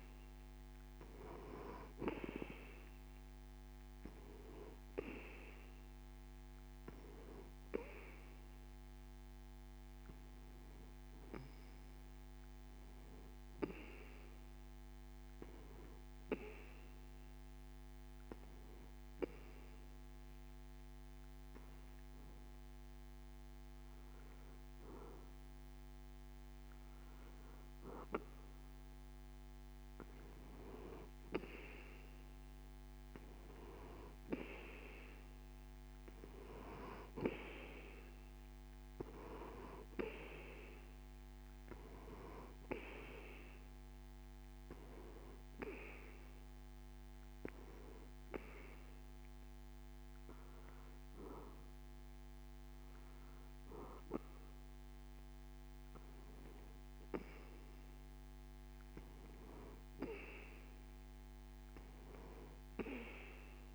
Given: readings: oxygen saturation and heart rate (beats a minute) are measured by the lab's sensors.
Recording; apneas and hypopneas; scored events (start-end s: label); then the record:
breathing in sleep by a microphone on the trachea; 1
16.50-29.00 s: hypopnea (oxygen 95% before, 92% lowest)
31.50-35.00 s: arousal
From the record:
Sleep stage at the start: N2 (light sleep); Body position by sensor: on the back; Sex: male